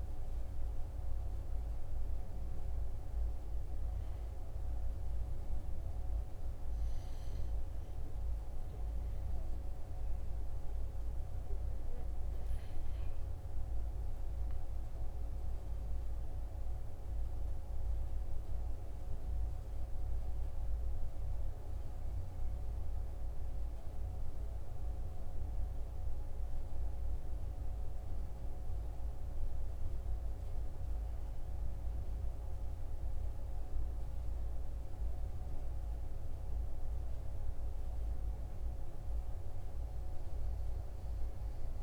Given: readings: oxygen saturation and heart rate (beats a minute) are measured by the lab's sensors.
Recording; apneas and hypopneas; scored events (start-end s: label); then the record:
breathing in sleep, hard to hear, by a room microphone; none
35.00-38.50 s: arousal
From the record:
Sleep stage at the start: N2 (light sleep); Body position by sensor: on the right side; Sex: male